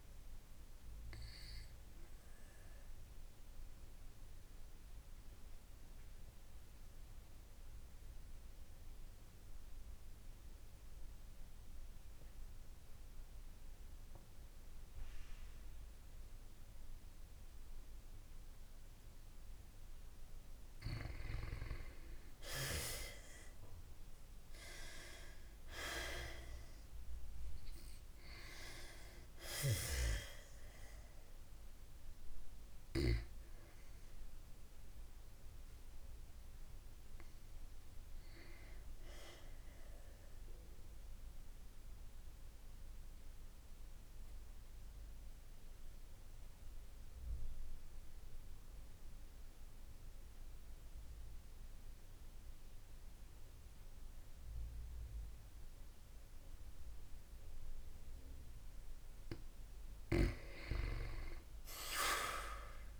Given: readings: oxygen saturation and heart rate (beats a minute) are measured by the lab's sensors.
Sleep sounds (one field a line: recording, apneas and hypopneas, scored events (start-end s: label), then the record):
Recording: breathing in sleep by a room microphone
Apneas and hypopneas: 2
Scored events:
0.00-2.50 s: oxygen desaturation (device-marked, oxygen 91% lowest, heart rate 53 extreme)
1.50-19.00 s: obstructive apnea (oxygen 97% before, 90% lowest, heart rate 61 before, 53 extreme, up 4 after)
21.50-33.50 s: oxygen desaturation (device-marked, oxygen 95% before, 90% lowest, heart rate 54 before, 54 extreme)
22.00-24.50 s: arousal
40.50-58.50 s: obstructive apnea (oxygen 96% before, 90% lowest, heart rate 57 before, 54 extreme, up 4 after)
59.50-62.99 s: oxygen desaturation (device-marked, oxygen 95% before, 90% lowest, heart rate 56 before, 51 extreme)
61.00-62.99 s: arousal
From the record:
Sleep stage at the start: N2 (light sleep)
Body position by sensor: on the back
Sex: female